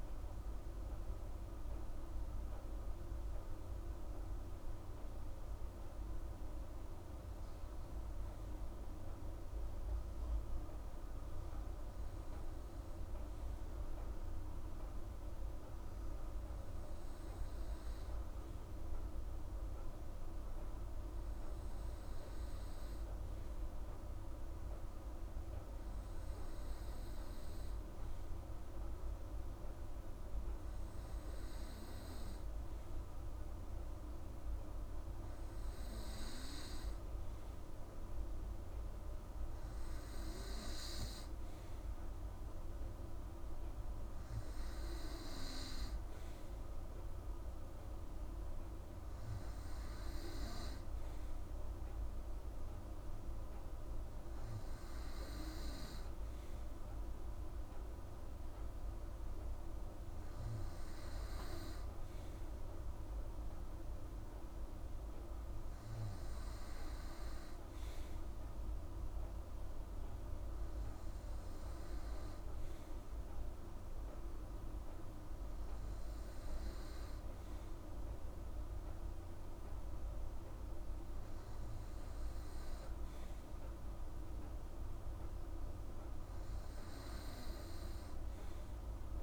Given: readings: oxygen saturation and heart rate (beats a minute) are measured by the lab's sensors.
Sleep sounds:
breathing in sleep, hard to hear, by a room microphone; none
none scored
From the record:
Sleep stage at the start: N2 (light sleep); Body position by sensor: on the right side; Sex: female

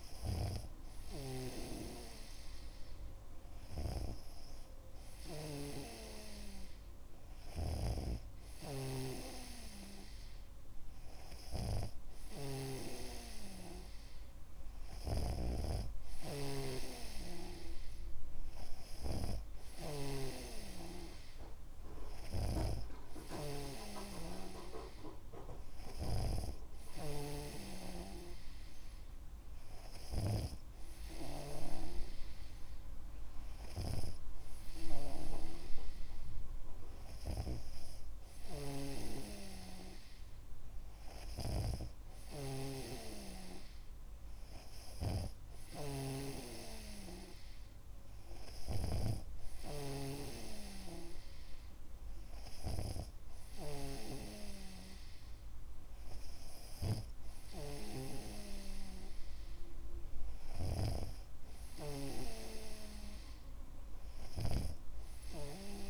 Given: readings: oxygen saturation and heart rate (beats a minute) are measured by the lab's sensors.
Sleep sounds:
breathing in sleep by a room microphone; none
0.00-61.50 s: snoring (device-marked)
From the record:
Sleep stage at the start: N2 (light sleep); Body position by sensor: on the back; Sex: male

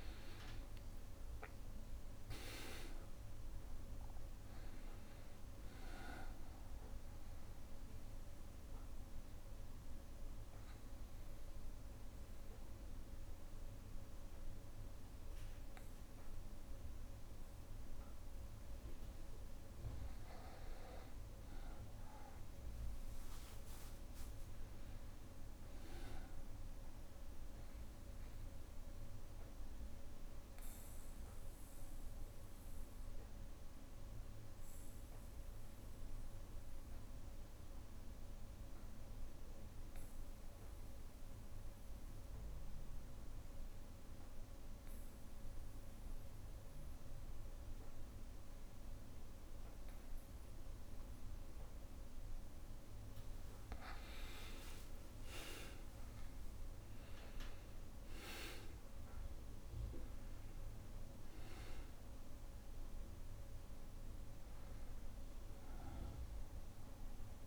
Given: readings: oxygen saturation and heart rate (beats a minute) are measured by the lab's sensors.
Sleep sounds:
breathing in sleep, hard to hear, by a room microphone; 2
0.00-2.00 s: arousal
0.00-19.50 s: oxygen desaturation (device-marked, oxygen 91% lowest, heart rate 59 extreme)
8.00-19.50 s: obstructive apnea (oxygen 98% before, 90% lowest, heart rate 63 before, 59 extreme, up 4 after)
21.50-25.50 s: arousal
29.50-51.50 s: obstructive apnea (oxygen 99% before, 90% lowest, heart rate 62 before, 59 extreme, up 6 after)
36.50-40.50 s: bradycardia (device-marked, heart rate 65 before, 59 extreme)
50.50-67.47 s: oxygen desaturation (device-marked, oxygen 98% before, 90% lowest, heart rate 60 before, 60 extreme)
53.50-57.50 s: arousal
From the record:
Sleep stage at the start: N2 (light sleep); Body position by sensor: on the back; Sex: male

